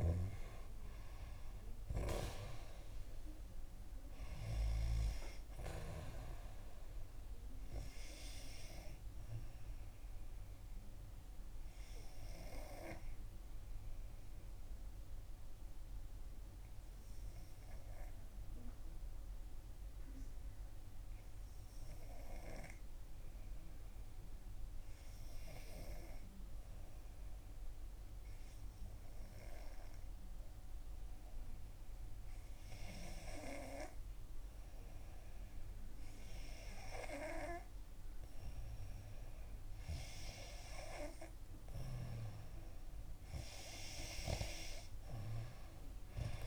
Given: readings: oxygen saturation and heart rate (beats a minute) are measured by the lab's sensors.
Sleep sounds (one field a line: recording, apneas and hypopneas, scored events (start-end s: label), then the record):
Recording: breathing in sleep by a room microphone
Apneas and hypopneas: 1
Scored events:
11.50-32.50 s: obstructive apnea (oxygen 96% before, 91% lowest, heart rate 66 before, 59 extreme, up 1 after)
33.50-46.47 s: oxygen desaturation (device-marked, oxygen 96% before, 91% lowest, heart rate 61 before, 60 extreme)
35.00-38.50 s: arousal
From the record:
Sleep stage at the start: N2 (light sleep)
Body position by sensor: on the back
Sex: female